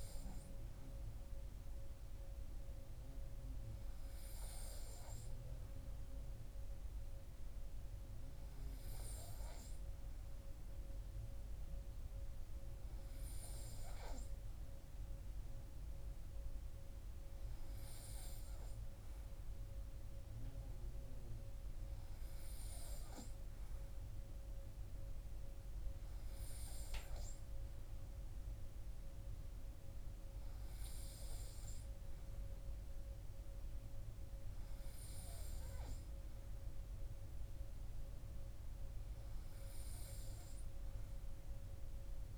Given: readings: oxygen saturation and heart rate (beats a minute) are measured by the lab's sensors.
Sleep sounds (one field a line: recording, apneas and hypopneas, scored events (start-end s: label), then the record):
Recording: breathing in sleep, hard to hear, by a room microphone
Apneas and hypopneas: none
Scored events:
none scored
From the record:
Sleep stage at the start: N3 (deep sleep)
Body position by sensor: on the right side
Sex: male